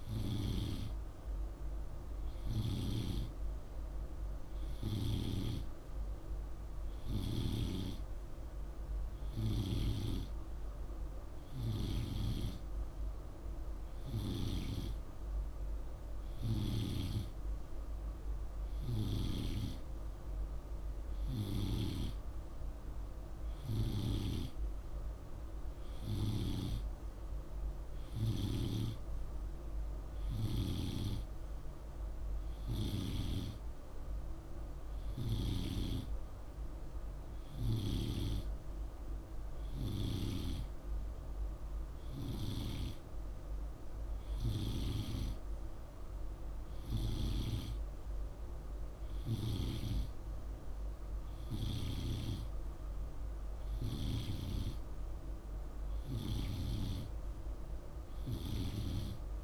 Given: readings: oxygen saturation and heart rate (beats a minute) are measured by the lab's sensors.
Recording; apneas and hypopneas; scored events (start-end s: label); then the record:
breathing in sleep by a room microphone; none
none scored
From the record:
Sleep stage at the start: N2 (light sleep); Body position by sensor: on the right side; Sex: male